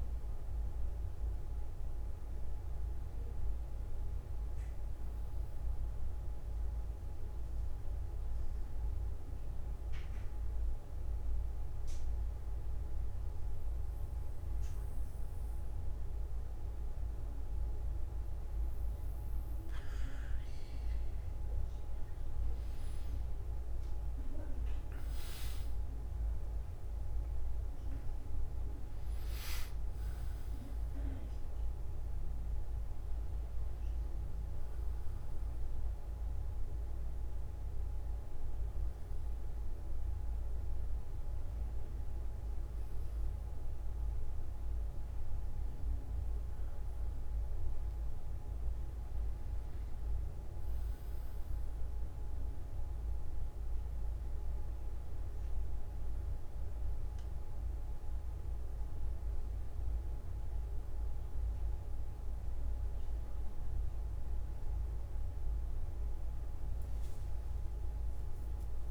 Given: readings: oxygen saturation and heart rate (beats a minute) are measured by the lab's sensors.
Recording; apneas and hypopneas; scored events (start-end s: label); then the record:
breathing in sleep, hard to hear, by a room microphone; 1
6.00-66.00 s: new sleep stage, N2 (light sleep)
13.00-23.50 s: obstructive apnea (oxygen 97% before, 95% lowest, heart rate 52 before, 34 extreme, up 34 after)
24.50-28.50 s: arousal
66.00-68.91 s: new sleep stage, N1 (lightest sleep)
From the record:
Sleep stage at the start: N1 (lightest sleep); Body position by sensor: on the back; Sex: male